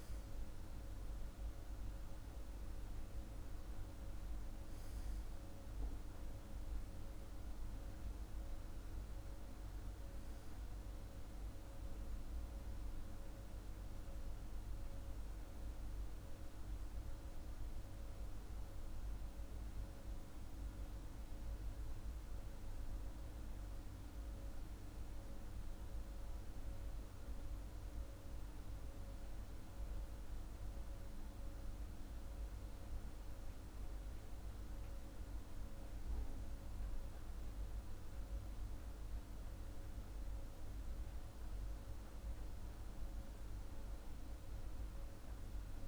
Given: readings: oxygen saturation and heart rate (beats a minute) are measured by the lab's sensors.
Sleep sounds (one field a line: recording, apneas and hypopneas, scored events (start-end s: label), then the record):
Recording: breathing in sleep, hard to hear, by a room microphone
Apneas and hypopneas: none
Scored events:
0.00-15.00 s: oxygen desaturation (device-marked, oxygen 95% lowest, heart rate 44 extreme)
From the record:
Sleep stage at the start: N2 (light sleep)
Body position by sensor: on the back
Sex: male